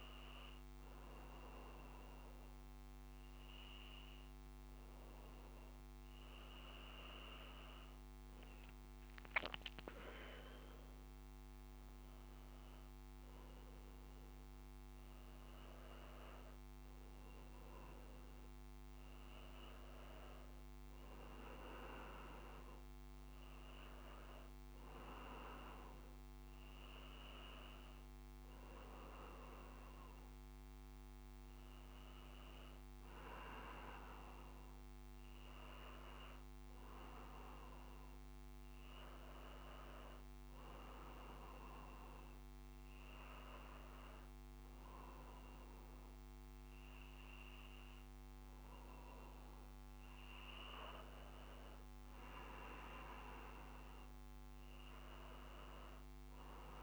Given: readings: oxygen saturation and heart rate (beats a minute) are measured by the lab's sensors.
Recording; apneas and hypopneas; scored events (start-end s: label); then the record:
breathing in sleep by a microphone on the trachea; none
7.00-10.50 s: arousal
From the record:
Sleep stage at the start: N2 (light sleep); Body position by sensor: on the back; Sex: male